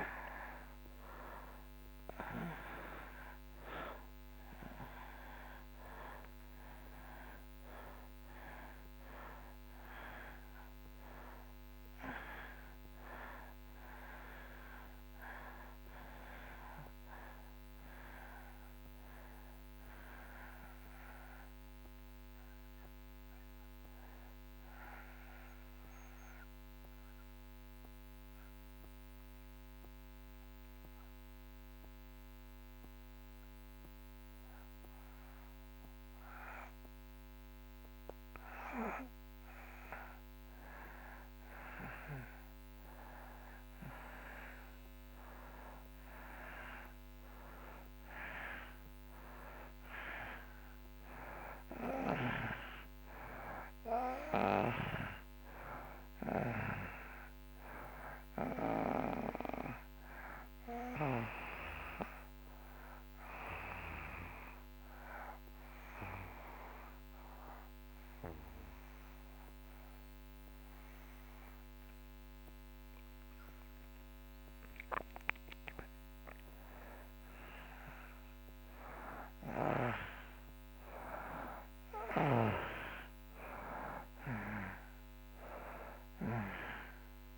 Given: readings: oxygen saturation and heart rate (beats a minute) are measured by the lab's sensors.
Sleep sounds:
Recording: breathing in sleep by a microphone on the trachea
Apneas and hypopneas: 2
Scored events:
0.00-11.50 s: oxygen desaturation (device-marked, oxygen 90% lowest)
16.00-20.00 s: arousal
23.00-40.00 s: obstructive apnea (oxygen 95% before, 86% lowest)
43.00-47.50 s: arousal
48.50-74.50 s: oxygen desaturation (device-marked, oxygen 96% before, 86% lowest)
64.50-75.00 s: obstructive apnea (oxygen 96% before, 86% lowest)
79.50-85.50 s: arousal
From the record:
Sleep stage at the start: N2 (light sleep)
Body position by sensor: on the back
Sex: male

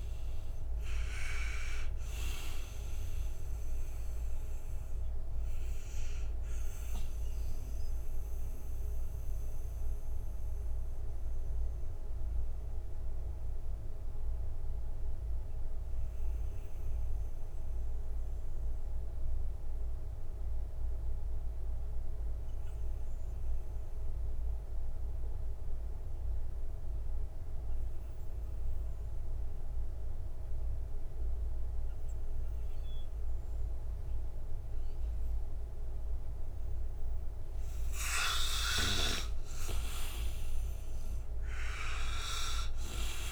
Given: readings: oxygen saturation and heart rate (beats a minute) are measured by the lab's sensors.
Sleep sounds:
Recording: breathing in sleep by a room microphone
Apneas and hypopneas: 1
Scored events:
0.00-27.50 s: oxygen desaturation (device-marked, oxygen 79% lowest, heart rate 58 extreme)
5.00-38.50 s: mixed apnea (oxygen 98% before, 79% lowest, heart rate 78 before, 58 extreme, up 28 after)
38.50-43.32 s: oxygen desaturation (device-marked, oxygen 99% before, 83% lowest, heart rate 60 before, 57 extreme)
39.50-43.32 s: arousal
From the record:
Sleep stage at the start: N2 (light sleep)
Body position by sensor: on the right side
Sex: male

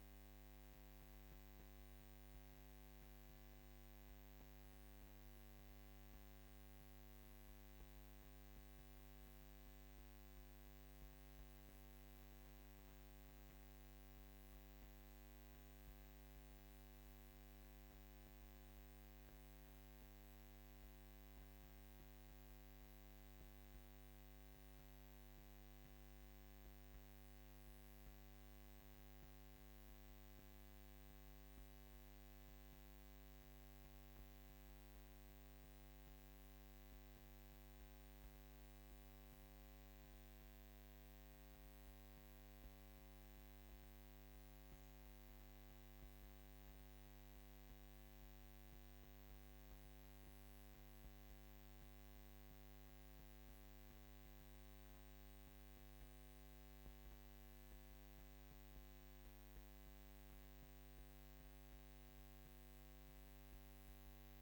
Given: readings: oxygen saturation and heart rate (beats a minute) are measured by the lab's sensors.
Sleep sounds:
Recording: breathing in sleep, hard to hear, by a microphone on the trachea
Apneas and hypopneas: 1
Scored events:
19.50-23.00 s: arousal
25.00-40.50 s: hypopnea (oxygen 97% before, 94% lowest, heart rate 61 before, 52 extreme, up 7 after)
42.50-46.50 s: arousal
43.00-57.00 s: oxygen desaturation (device-marked, oxygen 97% before, 94% lowest, heart rate 56 before, 52 extreme)
From the record:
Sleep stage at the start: N2 (light sleep)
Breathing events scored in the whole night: 119 in 5.0 hours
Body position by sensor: on the back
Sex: female

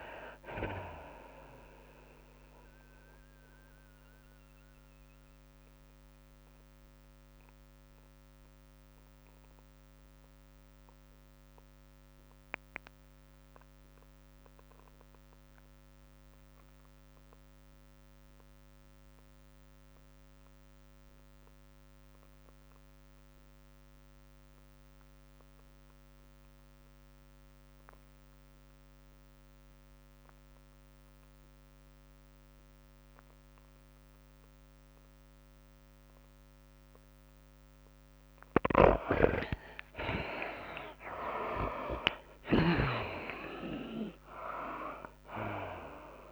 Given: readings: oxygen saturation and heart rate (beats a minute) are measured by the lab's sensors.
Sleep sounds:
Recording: breathing in sleep by a microphone on the trachea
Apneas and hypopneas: 1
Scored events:
0.00-9.50 s: drop in pulse transit time (device-marked, heart rate 80 extreme)
0.00-10.50 s: tachycardia (device-marked, heart rate 118 extreme)
0.00-14.50 s: oxygen desaturation (device-marked, oxygen 50% lowest, heart rate 61 extreme)
2.50-39.00 s: mixed apnea (oxygen 72% before, 50% lowest, heart rate 83 before, 61 extreme, up 39 after)
11.00-13.00 s: long interval between heartbeats (device-marked, heart rate 101 before, 114 extreme)
13.00-15.00 s: long interval between heartbeats (device-marked, heart rate 105 before, 93 extreme)
16.50-46.32 s: oxygen desaturation (device-marked, oxygen 98% before, 58% lowest, heart rate 108 before, 61 extreme)
19.00-21.00 s: long interval between heartbeats (device-marked, heart rate 108 before, 98 extreme)
24.50-26.50 s: long interval between heartbeats (device-marked, heart rate 100 before, 61 extreme)
27.00-29.00 s: long interval between heartbeats (device-marked, heart rate 95 before, 70 extreme)
30.50-32.50 s: long interval between heartbeats (device-marked, heart rate 87 before, 78 extreme)
37.50-46.32 s: tachycardia (device-marked, heart rate 103 before, 117 extreme)
40.50-46.00 s: arousal
44.50-46.32 s: drop in pulse transit time (device-marked, heart rate 86 before, 109 extreme)
From the record:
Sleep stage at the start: N2 (light sleep)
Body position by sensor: on the back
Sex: female

